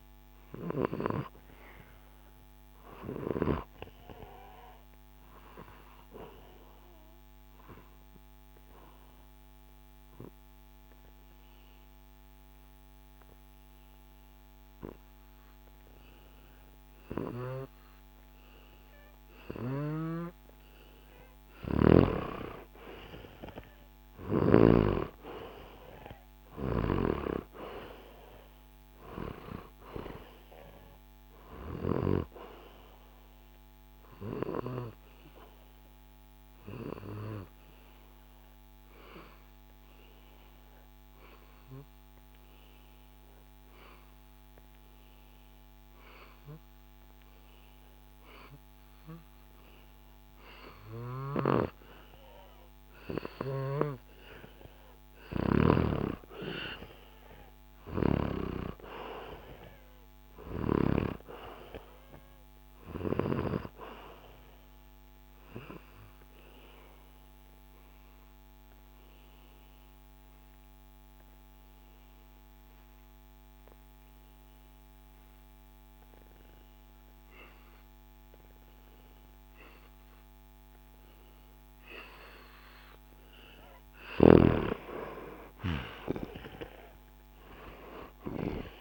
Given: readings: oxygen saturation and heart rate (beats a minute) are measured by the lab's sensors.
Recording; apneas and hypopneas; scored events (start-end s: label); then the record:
breathing in sleep by a microphone on the trachea; 3
2.50-21.50 s: obstructive apnea (oxygen 97% before, 90% lowest, heart rate 66 before, 64 extreme, up 0 after)
3.00-17.00 s: oxygen desaturation (device-marked, oxygen 97% before, 92% lowest, heart rate 66 before, 64 extreme)
21.00-24.50 s: snoring (device-marked)
22.00-26.50 s: arousal
27.00-47.00 s: oxygen desaturation (device-marked, oxygen 96% before, 90% lowest, heart rate 66 before, 63 extreme)
33.00-54.00 s: obstructive apnea (oxygen 96% before, 89% lowest, heart rate 66 before, 63 extreme)
55.50-59.00 s: arousal
61.00-78.00 s: oxygen desaturation (device-marked, oxygen 96% before, 90% lowest, heart rate 68 before, 65 extreme)
63.50-82.00 s: obstructive apnea (oxygen 96% before, 89% lowest, heart rate 67 before, 66 extreme, up 0 after)
82.50-87.00 s: arousal
83.50-88.81 s: snoring (device-marked)
86.00-88.81 s: oxygen desaturation (device-marked, oxygen 95% before, 89% lowest, heart rate 67 before, 64 extreme)
From the record:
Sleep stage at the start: N2 (light sleep); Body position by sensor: on the back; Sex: male